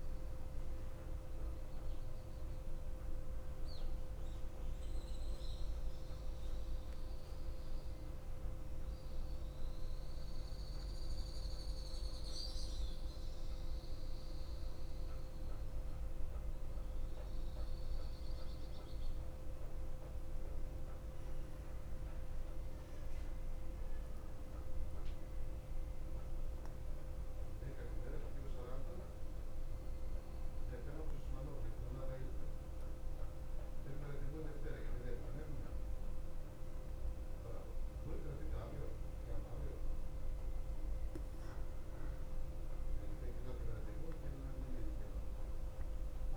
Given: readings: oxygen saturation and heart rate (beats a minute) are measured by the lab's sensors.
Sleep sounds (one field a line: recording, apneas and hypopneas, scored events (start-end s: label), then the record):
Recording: breathing in sleep, hard to hear, by a room microphone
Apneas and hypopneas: 1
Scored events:
0.00-29.50 s: oxygen desaturation (device-marked, oxygen 89% lowest, heart rate 53 extreme)
0.50-5.00 s: arousal
7.00-39.50 s: central apnea (oxygen 96% before, 89% lowest, heart rate 57 before, 53 extreme, up 2 after)
41.00-45.00 s: arousal
From the record:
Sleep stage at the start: N2 (light sleep)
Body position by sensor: on the back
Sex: male